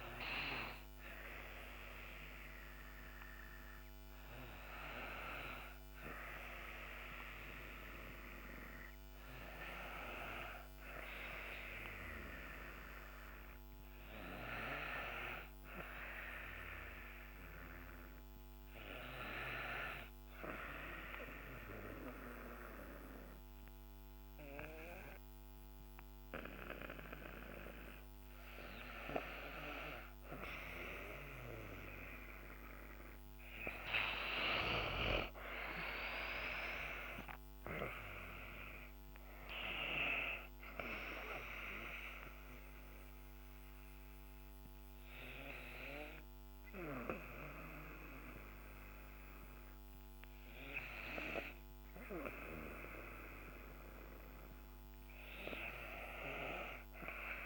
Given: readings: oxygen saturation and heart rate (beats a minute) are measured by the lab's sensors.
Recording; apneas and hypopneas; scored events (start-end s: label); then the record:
breathing in sleep by a microphone on the trachea; 2
1.50-23.50 s: oxygen desaturation (device-marked, oxygen 97% before, 93% lowest, heart rate 62 before, 59 extreme)
10.50-14.00 s: arousal
17.50-31.00 s: obstructive apnea (oxygen 97% before, 89% lowest, heart rate 63 before, 57 extreme, up 4 after)
32.50-37.00 s: arousal
32.50-55.50 s: oxygen desaturation (device-marked, oxygen 94% before, 89% lowest, heart rate 64 before, 57 extreme)
40.50-53.00 s: obstructive apnea (oxygen 94% before, 89% lowest, heart rate 65 before, 57 extreme, up 7 after)
56.00-57.46 s: arousal
From the record:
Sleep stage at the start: N2 (light sleep); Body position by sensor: on the back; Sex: female